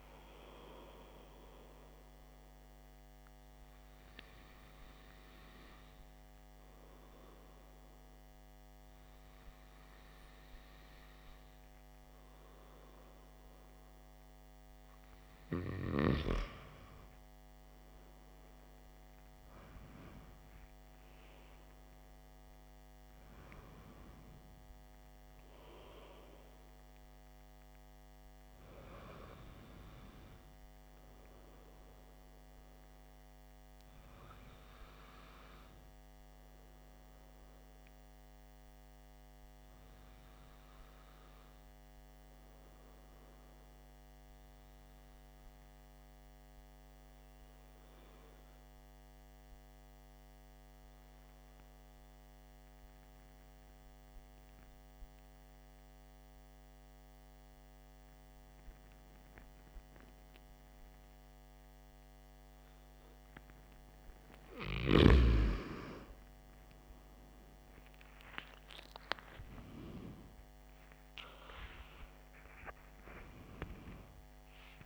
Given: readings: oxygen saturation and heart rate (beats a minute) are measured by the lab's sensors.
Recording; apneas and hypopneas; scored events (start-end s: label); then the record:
breathing in sleep by a microphone on the trachea; 1
0.00-1.50 s: arousal
25.00-29.00 s: arousal
34.00-65.50 s: hypopnea (oxygen 95% before, 91% lowest, heart rate 56 before, 50 extreme, up 28 after)
62.00-74.86 s: oxygen desaturation (device-marked, oxygen 95% before, 92% lowest, heart rate 54 before, 55 extreme)
67.50-73.50 s: arousal
72.00-74.86 s: tachycardia (device-marked, heart rate 60 before, 120 extreme)
From the record:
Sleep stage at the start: N2 (light sleep); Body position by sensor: on the back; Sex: male